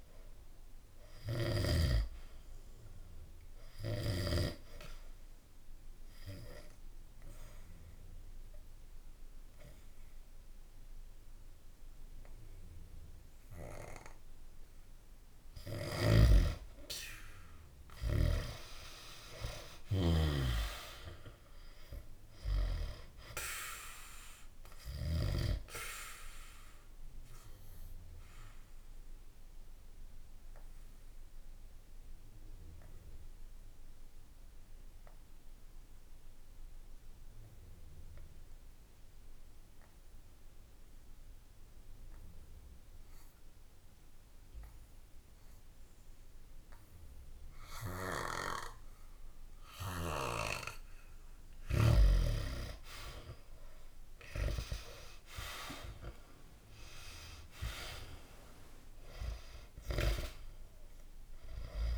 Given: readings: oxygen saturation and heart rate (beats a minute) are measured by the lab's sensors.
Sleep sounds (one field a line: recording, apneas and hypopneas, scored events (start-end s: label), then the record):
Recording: breathing in sleep by a room microphone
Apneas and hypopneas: 2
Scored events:
3.00-14.50 s: obstructive apnea (oxygen 97% before, 89% lowest, heart rate 66 before, 65 extreme, up 1 after)
15.50-25.00 s: snoring (device-marked)
16.50-21.00 s: arousal
25.50-32.50 s: oxygen desaturation (device-marked, oxygen 94% before, 91% lowest, heart rate 66 before, 64 extreme)
27.00-51.50 s: obstructive apnea (oxygen 97% before, 89% lowest, heart rate 66 before, 64 extreme, up 1 after)
53.00-58.00 s: arousal
56.50-61.98 s: oxygen desaturation (device-marked, oxygen 97% before, 89% lowest, heart rate 66 before, 66 extreme)
From the record:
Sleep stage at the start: N2 (light sleep)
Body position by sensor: on the back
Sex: male